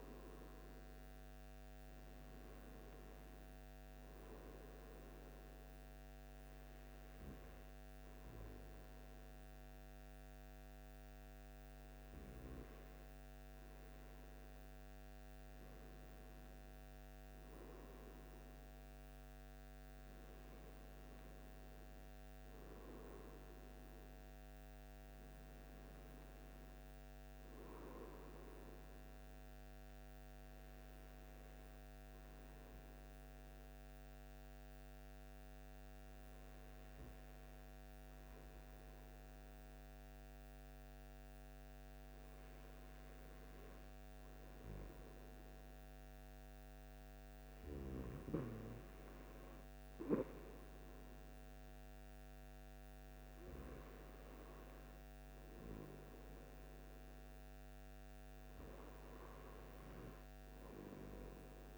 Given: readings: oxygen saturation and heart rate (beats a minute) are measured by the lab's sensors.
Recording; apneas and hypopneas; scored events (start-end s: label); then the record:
breathing in sleep, hard to hear, by a microphone on the trachea; 1
25.00-29.00 s: arousal
32.50-43.50 s: hypopnea (oxygen 96% before, 95% lowest, heart rate 77 before, 75 extreme, up 6 after)
45.50-49.50 s: arousal
From the record:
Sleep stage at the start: N2 (light sleep); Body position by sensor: on the right side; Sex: male